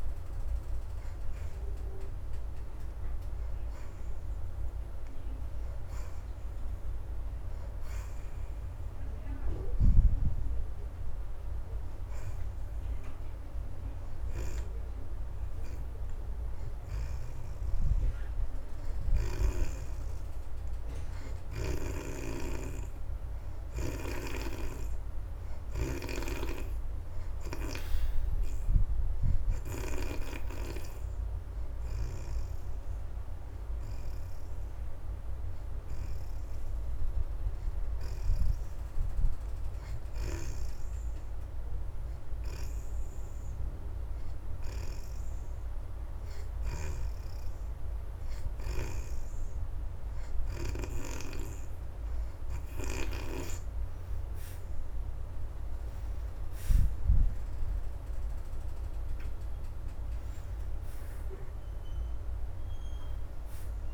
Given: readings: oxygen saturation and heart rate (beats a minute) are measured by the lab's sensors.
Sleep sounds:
breathing in sleep by a room microphone; 1
0.00-9.00 s: oxygen desaturation (device-marked, oxygen 62% lowest, heart rate 76 extreme)
17.00-27.00 s: oxygen desaturation (device-marked, oxygen 81% before, 71% lowest, heart rate 80 before, 82 extreme)
25.00-28.50 s: arousal
29.00-43.00 s: oxygen desaturation (device-marked, oxygen 76% before, 68% lowest, heart rate 87 before, 83 extreme)
33.00-46.50 s: hypopnea (oxygen 81% before, 62% lowest, heart rate 89 before, 83 extreme, up 7 after)
50.00-54.50 s: arousal
50.00-63.94 s: oxygen desaturation (device-marked, oxygen 73% before, 62% lowest, heart rate 87 before, 72 extreme)
From the record:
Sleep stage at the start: N2 (light sleep); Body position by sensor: on the back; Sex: female

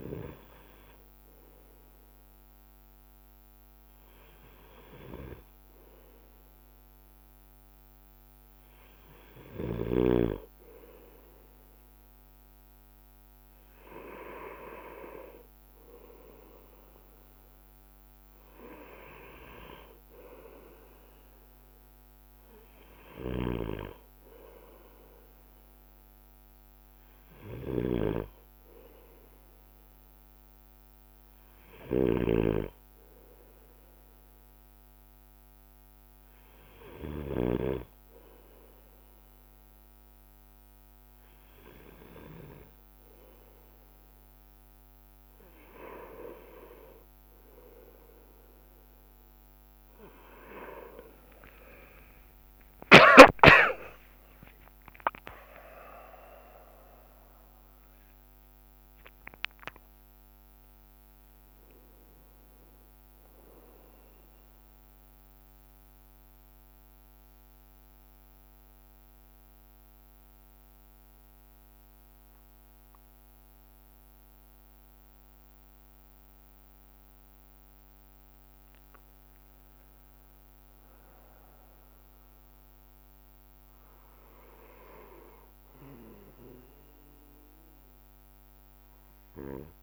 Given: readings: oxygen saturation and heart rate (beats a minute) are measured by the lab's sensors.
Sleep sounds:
breathing in sleep by a microphone on the trachea; 1
23.00-37.50 s: snoring (device-marked)
51.00-56.00 s: arousal
65.50-78.00 s: central apnea (oxygen 93% before, 92% lowest)
80.00-83.50 s: arousal
From the record:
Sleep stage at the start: N2 (light sleep); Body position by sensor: on the right side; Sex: male

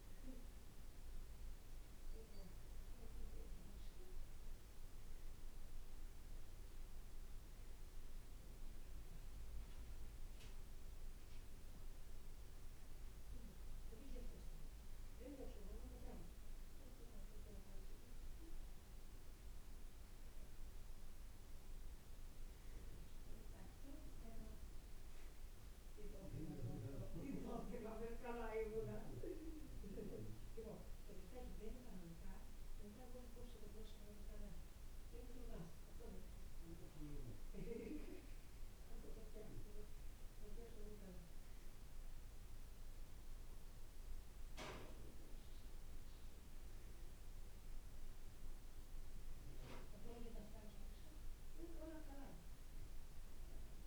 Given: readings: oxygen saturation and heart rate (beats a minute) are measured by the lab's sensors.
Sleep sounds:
breathing in sleep by a room microphone; none
none scored
From the record:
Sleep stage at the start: N2 (light sleep); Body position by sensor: on the back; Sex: male

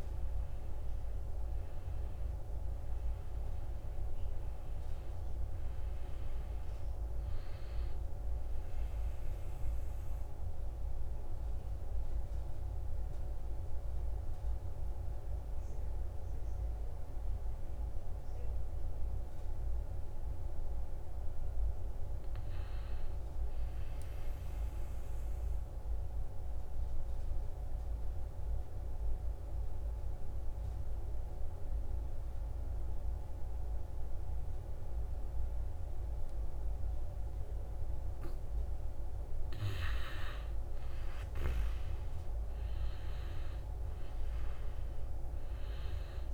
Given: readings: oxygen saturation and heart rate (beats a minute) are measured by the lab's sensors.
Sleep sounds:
breathing in sleep, hard to hear, by a room microphone; 2
0.00-10.00 s: oxygen desaturation (device-marked, oxygen 86% lowest, heart rate 64 extreme)
9.50-20.00 s: obstructive apnea (oxygen 95% before, 89% lowest, heart rate 76 before, 64 extreme)
21.00-23.50 s: arousal
26.00-38.50 s: obstructive apnea (oxygen 98% before, 89% lowest, heart rate 71 before, 64 extreme, up 7 after)
31.00-46.34 s: oxygen desaturation (device-marked, oxygen 97% before, 89% lowest, heart rate 69 before, 64 extreme)
40.50-43.00 s: arousal
From the record:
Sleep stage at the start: N2 (light sleep); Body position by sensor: on the back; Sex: male

